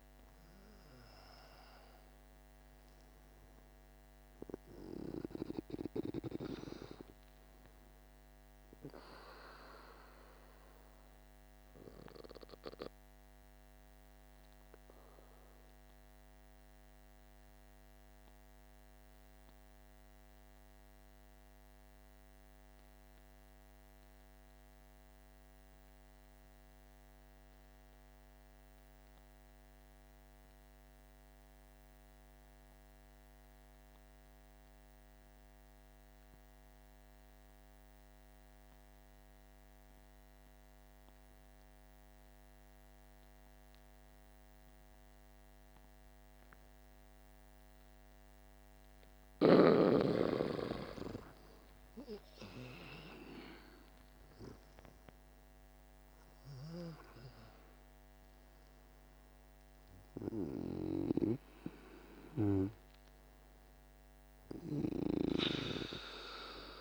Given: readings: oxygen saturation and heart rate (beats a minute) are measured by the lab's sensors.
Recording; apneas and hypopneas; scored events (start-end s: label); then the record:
breathing in sleep by a microphone on the trachea; 1
0.00-23.50 s: oxygen desaturation (device-marked, oxygen 84% lowest, heart rate 49 extreme)
13.50-47.50 s: mixed apnea (oxygen 97% before, 83% lowest, heart rate 58 before, 49 extreme, up 10 after)
41.50-66.81 s: oxygen desaturation (device-marked, oxygen 98% before, 83% lowest, heart rate 50 before, 48 extreme)
50.00-55.00 s: arousal
From the record:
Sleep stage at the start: N2 (light sleep); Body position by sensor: on the back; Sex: male